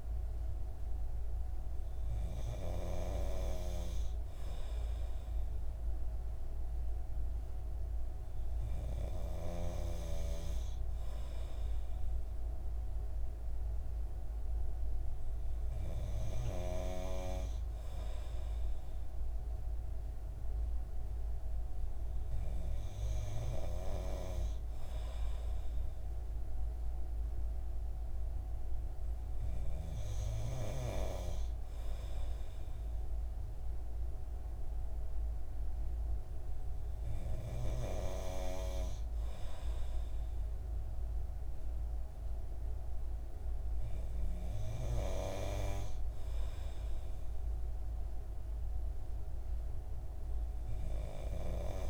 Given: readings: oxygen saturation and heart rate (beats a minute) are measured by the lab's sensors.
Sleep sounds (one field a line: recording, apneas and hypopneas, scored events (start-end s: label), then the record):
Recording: breathing in sleep by a room microphone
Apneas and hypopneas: none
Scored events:
none scored
From the record:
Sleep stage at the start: N2 (light sleep)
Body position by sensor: on the right side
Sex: male